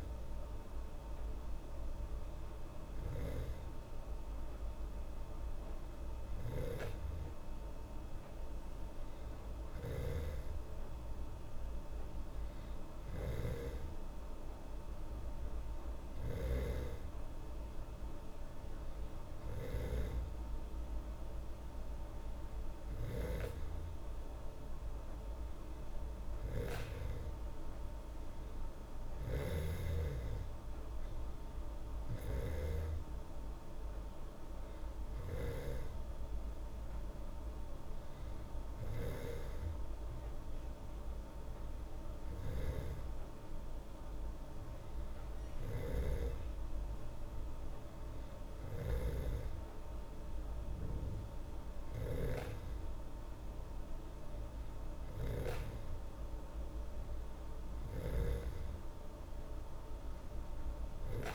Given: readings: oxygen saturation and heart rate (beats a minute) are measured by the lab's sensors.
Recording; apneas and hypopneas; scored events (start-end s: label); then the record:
breathing in sleep by a room microphone; none
29.00-32.50 s: snoring (device-marked)
45.50-49.00 s: snoring (device-marked)
From the record:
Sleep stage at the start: N2 (light sleep); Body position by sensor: on the back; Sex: female